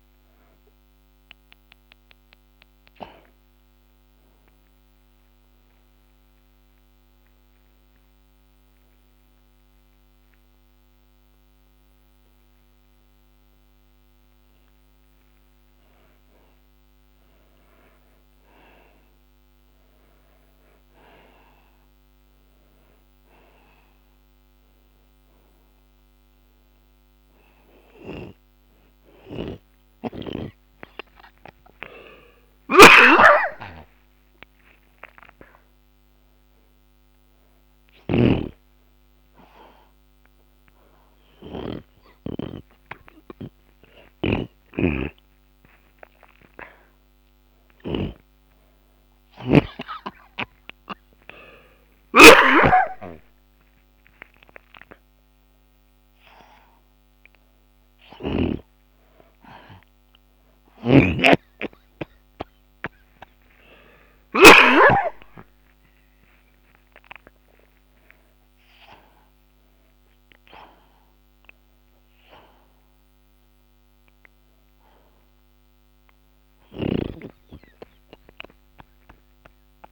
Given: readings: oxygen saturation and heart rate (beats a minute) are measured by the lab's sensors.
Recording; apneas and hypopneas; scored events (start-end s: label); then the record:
a person partly awake in a sleep study, by a microphone on the trachea; 2
0.00-18.50 s: oxygen desaturation (device-marked, oxygen 81% lowest)
5.00-15.00 s: obstructive apnea (oxygen 98% before, 80% lowest)
17.00-20.00 s: arousal
25.00-36.00 s: hypopnea (oxygen 97% before, 80% lowest)
26.50-42.50 s: oxygen desaturation (device-marked, oxygen 94% before, 80% lowest)
33.00-38.50 s: snoring (device-marked)
37.50-67.50 s: new sleep stage, awake
44.50-59.00 s: snoring (device-marked)
61.00-65.00 s: snoring (device-marked)
62.50-70.50 s: oxygen desaturation (device-marked, oxygen 97% before, 94% lowest)
67.50-79.92 s: new sleep stage, N2 (light sleep)
77.00-79.92 s: snoring (device-marked)
From the record:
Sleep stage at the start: N2 (light sleep); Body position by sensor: on the back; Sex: male